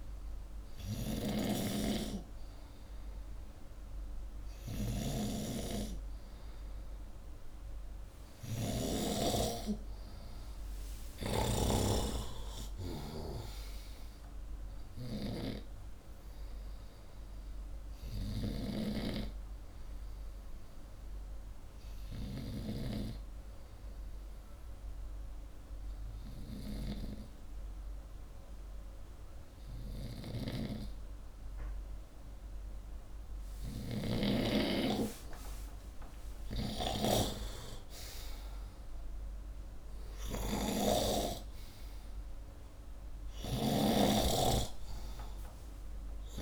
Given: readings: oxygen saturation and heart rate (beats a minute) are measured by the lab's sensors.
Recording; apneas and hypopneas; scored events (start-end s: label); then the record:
breathing in sleep by a room microphone; 1
0.00-11.50 s: snoring (device-marked)
21.00-32.50 s: hypopnea (oxygen 96% before, 93% lowest, heart rate 66 before, 62 extreme, up 12 after)
33.50-46.42 s: snoring (device-marked)
36.00-39.50 s: arousal
From the record:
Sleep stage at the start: N2 (light sleep); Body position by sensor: upright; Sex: male